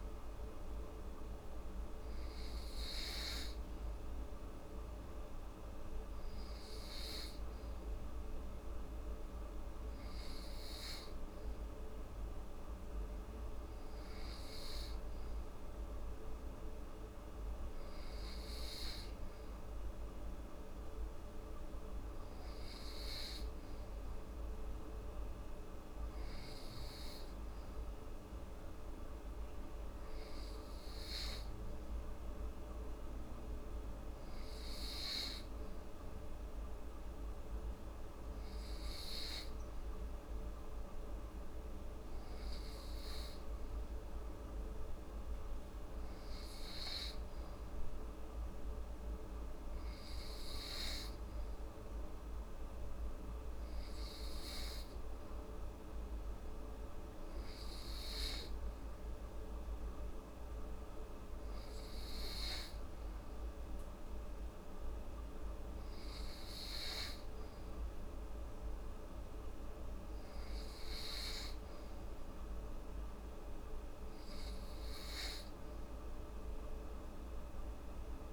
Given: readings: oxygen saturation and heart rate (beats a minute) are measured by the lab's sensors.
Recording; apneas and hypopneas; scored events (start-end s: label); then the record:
breathing in sleep, hard to hear, by a room microphone; none
none scored
From the record:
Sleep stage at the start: N2 (light sleep); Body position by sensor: on the back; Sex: female